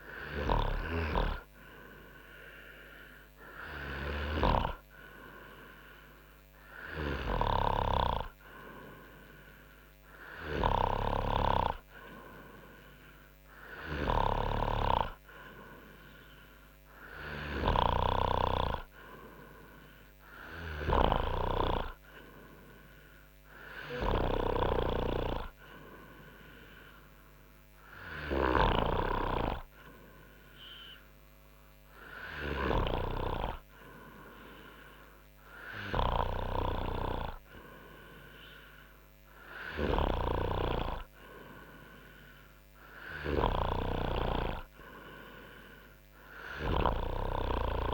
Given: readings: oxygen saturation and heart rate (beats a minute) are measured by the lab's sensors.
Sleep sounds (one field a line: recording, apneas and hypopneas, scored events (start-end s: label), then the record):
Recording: breathing in sleep by a microphone on the trachea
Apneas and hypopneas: none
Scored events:
none scored
From the record:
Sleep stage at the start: N2 (light sleep)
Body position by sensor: on the front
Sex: male